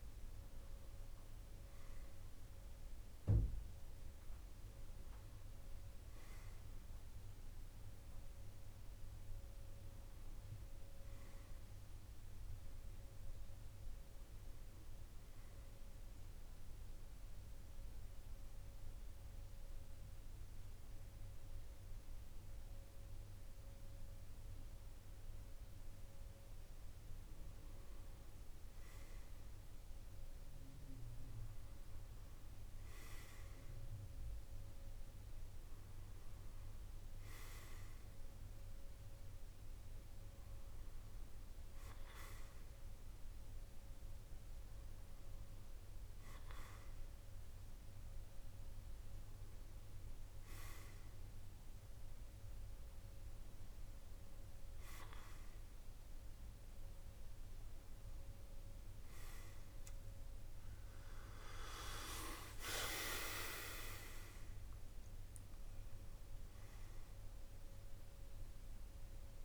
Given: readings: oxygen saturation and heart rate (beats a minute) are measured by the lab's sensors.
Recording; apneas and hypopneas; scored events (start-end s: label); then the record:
breathing in sleep by a room microphone; 1
16.00-26.50 s: obstructive apnea (oxygen 96% before, 92% lowest, heart rate 56 before, 51 extreme, up 6 after)
28.00-32.00 s: arousal
32.50-50.50 s: oxygen desaturation (device-marked, oxygen 96% before, 92% lowest, heart rate 53 before, 55 extreme)
55.50-69.45 s: new sleep stage, N1 (lightest sleep)
From the record:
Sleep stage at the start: N2 (light sleep); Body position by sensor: on the back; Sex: male